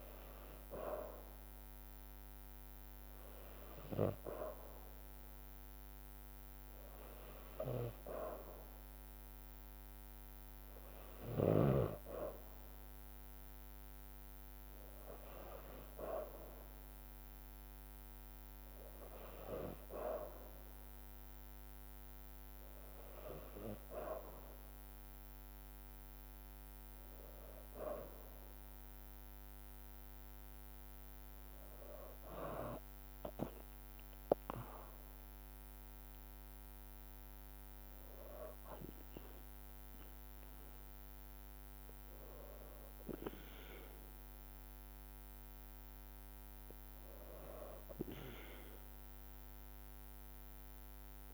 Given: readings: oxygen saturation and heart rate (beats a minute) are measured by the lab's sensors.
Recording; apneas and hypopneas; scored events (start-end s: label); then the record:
breathing in sleep by a microphone on the trachea; none
33.00-46.00 s: drop in pulse transit time (device-marked, heart rate 56 before, 57 extreme)
From the record:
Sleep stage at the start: N2 (light sleep); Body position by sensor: on the back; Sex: female